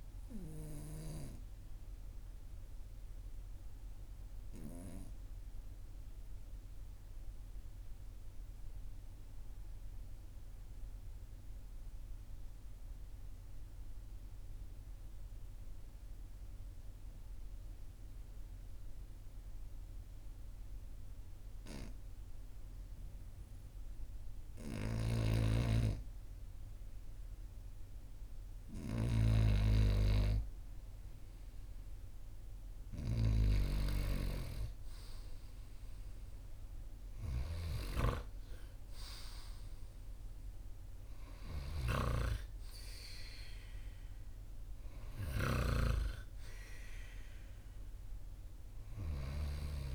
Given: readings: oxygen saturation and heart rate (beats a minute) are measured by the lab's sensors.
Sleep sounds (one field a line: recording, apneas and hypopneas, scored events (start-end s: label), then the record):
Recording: breathing in sleep by a room microphone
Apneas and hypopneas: 1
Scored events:
1.00-23.00 s: obstructive apnea (oxygen 98% before, 94% lowest, heart rate 43 before, 42 extreme, up 1 after)
24.50-37.50 s: snoring (device-marked)
25.50-29.50 s: arousal
44.50-49.94 s: snoring (device-marked)
From the record:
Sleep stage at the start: N2 (light sleep)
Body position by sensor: on the right side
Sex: male